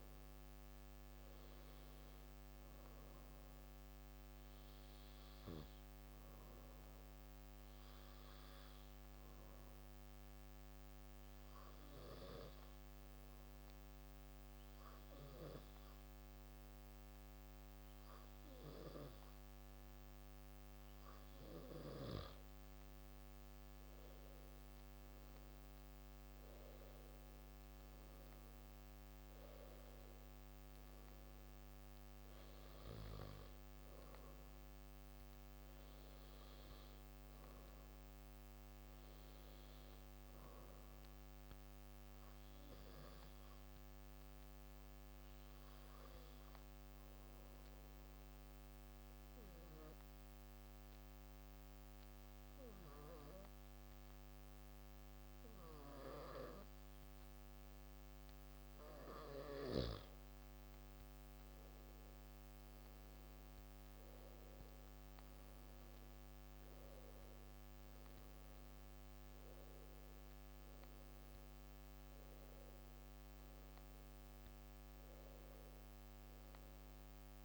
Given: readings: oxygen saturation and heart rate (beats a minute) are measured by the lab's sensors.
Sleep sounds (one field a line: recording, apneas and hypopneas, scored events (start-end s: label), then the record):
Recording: breathing in sleep by a microphone on the trachea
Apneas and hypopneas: 2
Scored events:
7.00-21.50 s: obstructive apnea (oxygen 96% before, 94% lowest)
23.50-28.50 s: arousal
42.00-58.50 s: obstructive apnea (oxygen 96% before, 93% lowest)
60.00-64.00 s: arousal
From the record:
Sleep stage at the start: N2 (light sleep)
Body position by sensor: on the back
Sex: male